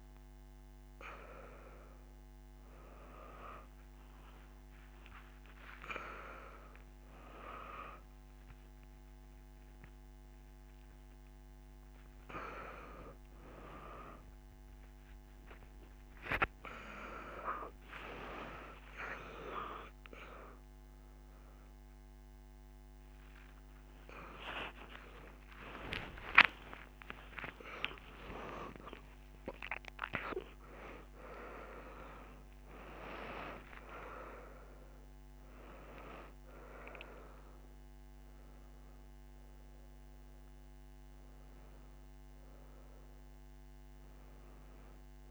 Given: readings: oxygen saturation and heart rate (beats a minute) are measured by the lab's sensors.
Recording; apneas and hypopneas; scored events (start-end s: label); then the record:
a person awake in a sleep study, by a microphone on the trachea; none
26.50-32.50 s: oxygen desaturation (device-marked, oxygen 97% before, 96% lowest)
From the record:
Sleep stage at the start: awake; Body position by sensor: on the back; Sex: female